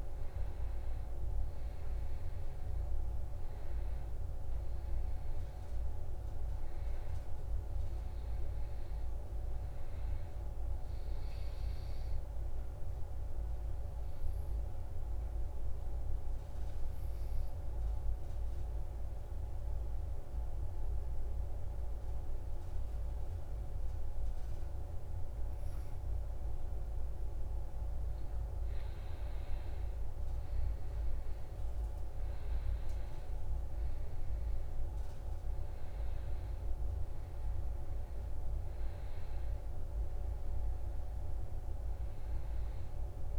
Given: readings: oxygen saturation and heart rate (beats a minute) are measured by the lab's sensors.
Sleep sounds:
breathing in sleep, hard to hear, by a room microphone; 1
0.00-1.50 s: oxygen desaturation (device-marked, oxygen 92% lowest, heart rate 63 extreme)
11.50-27.50 s: obstructive apnea (oxygen 95% before, 90% lowest, heart rate 71 before, 63 extreme, up 7 after)
30.00-33.50 s: arousal
30.50-43.39 s: oxygen desaturation (device-marked, oxygen 96% before, 90% lowest, heart rate 65 before, 62 extreme)
From the record:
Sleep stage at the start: N2 (light sleep); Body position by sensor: on the back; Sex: male

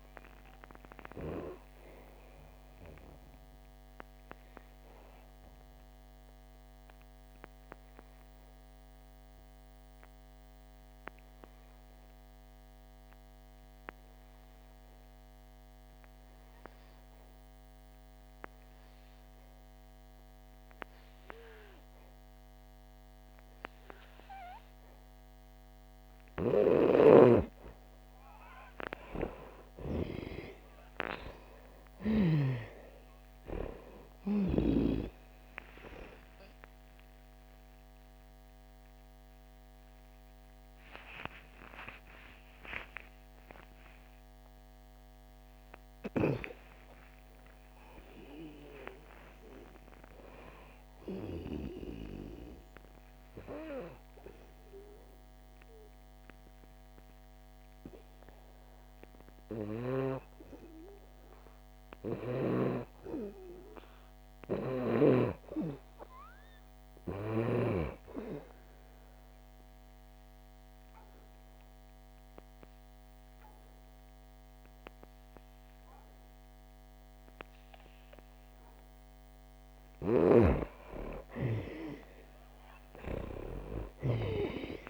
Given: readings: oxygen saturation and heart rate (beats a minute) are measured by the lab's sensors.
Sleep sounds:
breathing in sleep by a microphone on the trachea; 2
0.00-22.00 s: oxygen desaturation (device-marked, oxygen 83% lowest, heart rate 48 extreme)
3.00-26.50 s: obstructive apnea (oxygen 98% before, 83% lowest, heart rate 87 before, 48 extreme, up 40 after)
27.00-32.50 s: snoring (device-marked)
35.00-67.00 s: oxygen desaturation (device-marked, oxygen 98% before, 85% lowest, heart rate 81 before, 48 extreme)
40.50-47.50 s: arousal
68.50-79.50 s: obstructive apnea (oxygen 96% before, 86% lowest, heart rate 69 before, 62 extreme, up 22 after)
80.00-84.90 s: snoring (device-marked)
From the record:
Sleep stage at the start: N2 (light sleep); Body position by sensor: on the back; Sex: female

